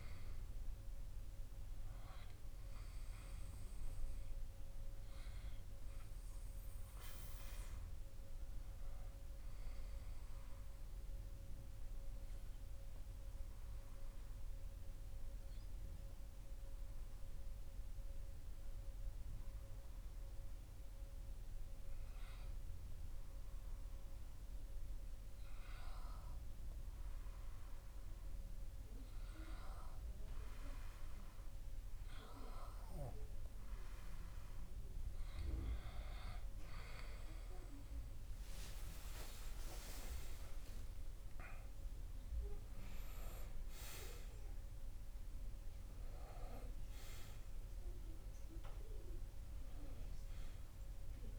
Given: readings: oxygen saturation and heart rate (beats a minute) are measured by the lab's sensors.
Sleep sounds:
breathing in sleep by a room microphone; 1
10.50-31.50 s: obstructive apnea (oxygen 98% before, 93% lowest)
35.50-39.50 s: arousal
39.50-51.39 s: oxygen desaturation (device-marked, oxygen 97% before, 93% lowest)
From the record:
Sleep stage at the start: N2 (light sleep); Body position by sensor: on the back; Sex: male

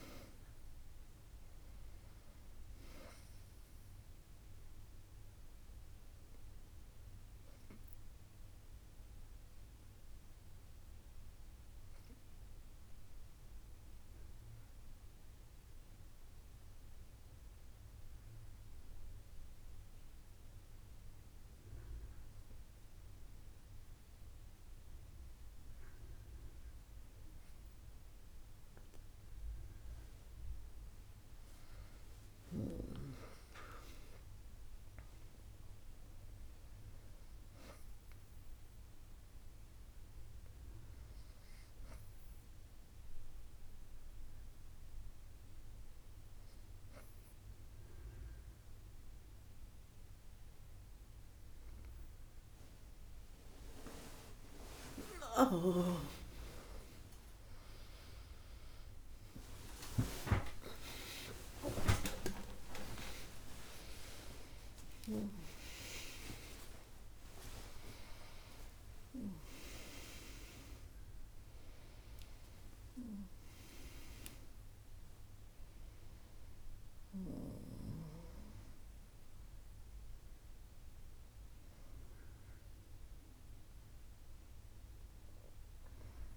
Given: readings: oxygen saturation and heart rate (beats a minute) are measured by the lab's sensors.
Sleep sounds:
a person partly awake in a sleep study, by a room microphone; 2
8.50-27.50 s: obstructive apnea (oxygen 99% before, 95% lowest, heart rate 78 before, 55 extreme, up 33 after)
31.50-35.00 s: arousal
42.00-54.50 s: hypopnea (oxygen 99% before, 95% lowest, heart rate 75 before, 57 extreme)
53.50-86.37 s: new sleep stage, awake
From the record:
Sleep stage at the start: N2 (light sleep); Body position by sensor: on the back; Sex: female

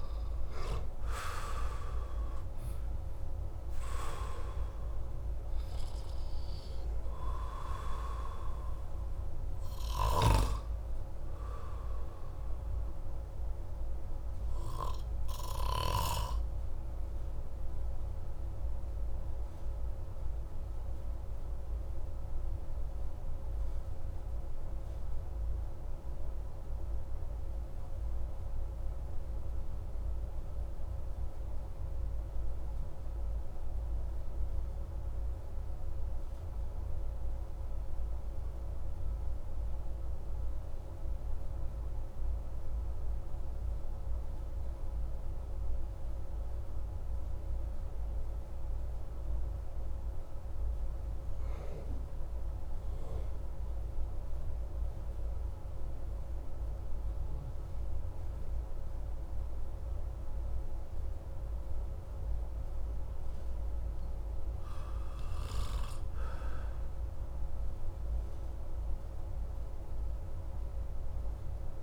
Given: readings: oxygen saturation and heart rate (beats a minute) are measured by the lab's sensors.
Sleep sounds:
breathing in sleep by a room microphone; 1
0.00-2.00 s: arousal
17.50-62.00 s: obstructive apnea (oxygen 95% before, 90% lowest)
25.00-35.00 s: oxygen desaturation (device-marked, oxygen 94% before, 90% lowest)
55.00-66.00 s: oxygen desaturation (device-marked, oxygen 99% before, 95% lowest)
65.00-70.50 s: arousal
From the record:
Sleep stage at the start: N2 (light sleep); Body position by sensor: on the back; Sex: male

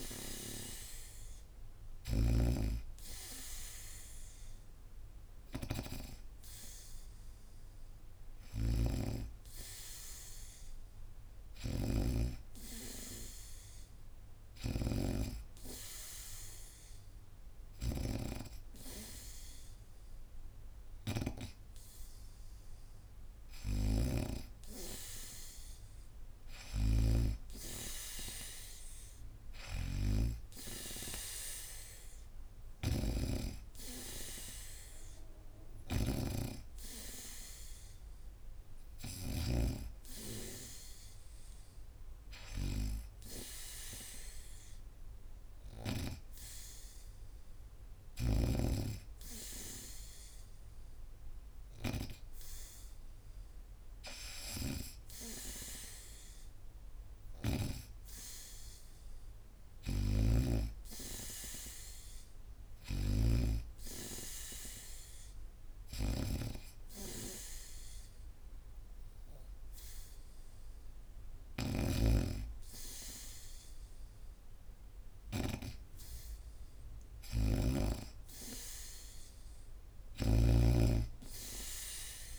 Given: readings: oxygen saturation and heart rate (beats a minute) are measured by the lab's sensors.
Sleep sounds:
breathing in sleep by a room microphone; 1
0.00-1.50 s: oxygen desaturation (device-marked, oxygen 82% lowest, heart rate 72 extreme)
0.00-2.00 s: snoring (device-marked)
0.00-3.00 s: arousal
8.00-14.50 s: snoring (device-marked)
9.50-22.50 s: hypopnea (oxygen 97% before, 91% lowest, heart rate 75 before, 73 extreme, up 3 after)
23.50-27.00 s: snoring (device-marked)
23.50-46.50 s: oxygen desaturation (device-marked, oxygen 96% before, 91% lowest, heart rate 75 before, 72 extreme)
24.00-27.00 s: arousal
29.00-39.50 s: snoring (device-marked)
59.50-63.00 s: snoring (device-marked)
71.00-77.50 s: snoring (device-marked)
79.50-82.38 s: snoring (device-marked)
From the record:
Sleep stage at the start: N2 (light sleep); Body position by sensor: on the back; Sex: female

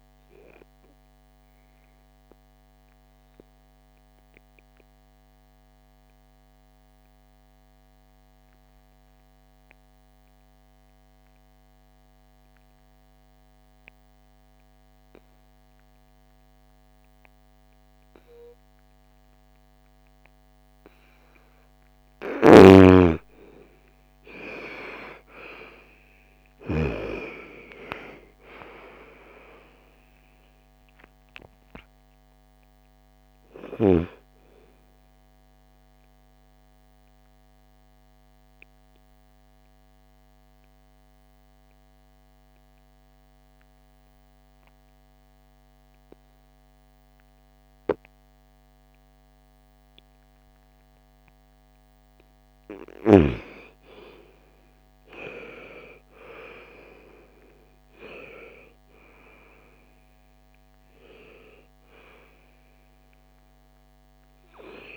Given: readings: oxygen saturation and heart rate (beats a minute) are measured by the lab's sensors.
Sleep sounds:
breathing in sleep by a microphone on the trachea; 2
0.00-4.50 s: oxygen desaturation (device-marked, oxygen 83% lowest, heart rate 53 extreme)
0.50-21.00 s: obstructive apnea (oxygen 98% before, 82% lowest, heart rate 65 before, 53 extreme, up 5 after)
18.50-46.50 s: oxygen desaturation (device-marked, oxygen 99% before, 82% lowest, heart rate 57 before, 49 extreme)
22.00-26.50 s: snoring (device-marked)
23.00-27.50 s: arousal
36.00-52.00 s: obstructive apnea (oxygen 99% before, 82% lowest, heart rate 62 before, 49 extreme, up 23 after)
53.50-57.00 s: arousal
60.50-64.97 s: oxygen desaturation (device-marked, oxygen 99% before, 89% lowest, heart rate 58 before, 52 extreme)
From the record:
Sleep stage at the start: N2 (light sleep); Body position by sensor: on the right side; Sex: female

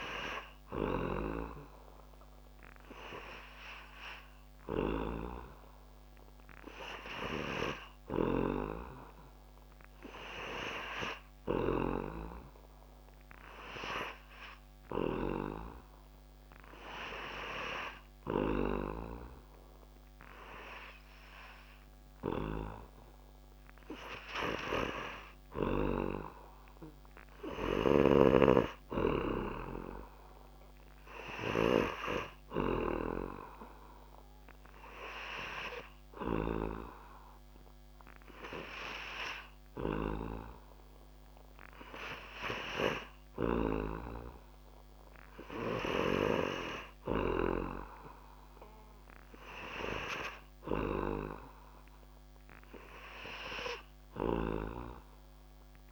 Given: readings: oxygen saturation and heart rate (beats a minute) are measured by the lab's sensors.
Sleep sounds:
breathing in sleep by a microphone on the trachea; none
none scored
From the record:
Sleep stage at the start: N3 (deep sleep); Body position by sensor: on the back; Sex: male

